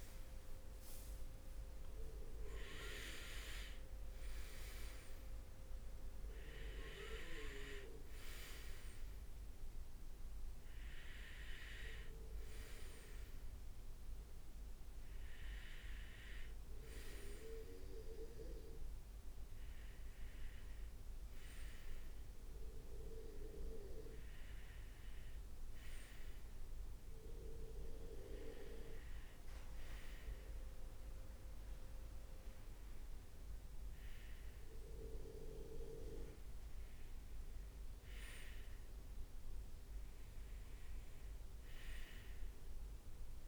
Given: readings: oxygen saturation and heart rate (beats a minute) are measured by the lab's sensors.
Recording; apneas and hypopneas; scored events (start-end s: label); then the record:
breathing in sleep by a room microphone; none
0.00-4.50 s: arousal
0.00-5.00 s: leg movement (device-marked)
41.50-43.48 s: arousal
From the record:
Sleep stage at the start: REM sleep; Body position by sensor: on the right side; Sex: male